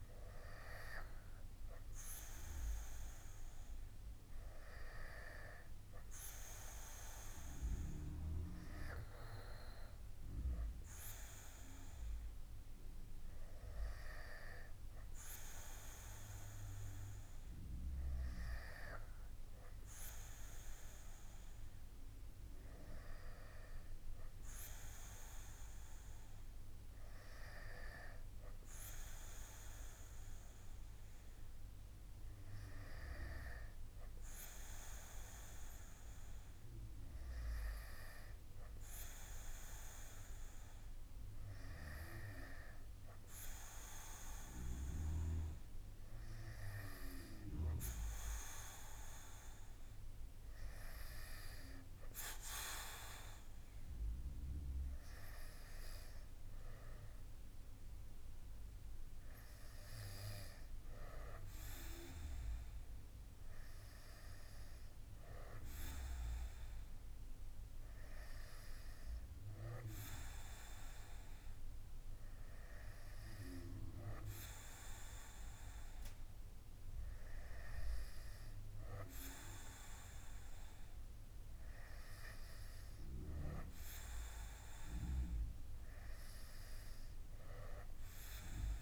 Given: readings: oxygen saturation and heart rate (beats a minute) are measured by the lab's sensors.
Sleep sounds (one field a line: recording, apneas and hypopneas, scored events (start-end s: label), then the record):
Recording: breathing in sleep by a room microphone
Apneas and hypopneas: none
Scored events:
none scored
From the record:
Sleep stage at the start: N2 (light sleep)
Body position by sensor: on the back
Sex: male